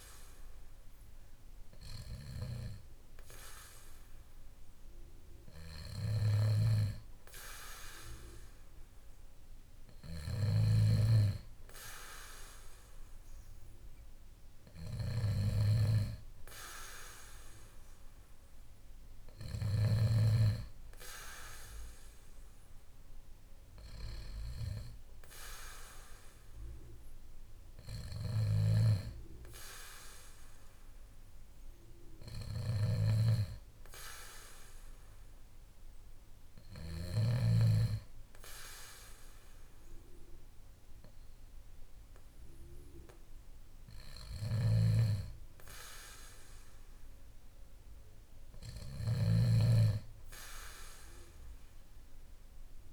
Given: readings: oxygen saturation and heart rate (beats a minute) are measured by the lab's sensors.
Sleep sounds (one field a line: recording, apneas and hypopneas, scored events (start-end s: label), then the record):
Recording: breathing in sleep by a room microphone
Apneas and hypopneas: none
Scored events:
28.00-37.00 s: snoring (device-marked)
44.00-52.93 s: snoring (device-marked)
From the record:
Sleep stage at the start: N2 (light sleep)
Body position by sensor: on the back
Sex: male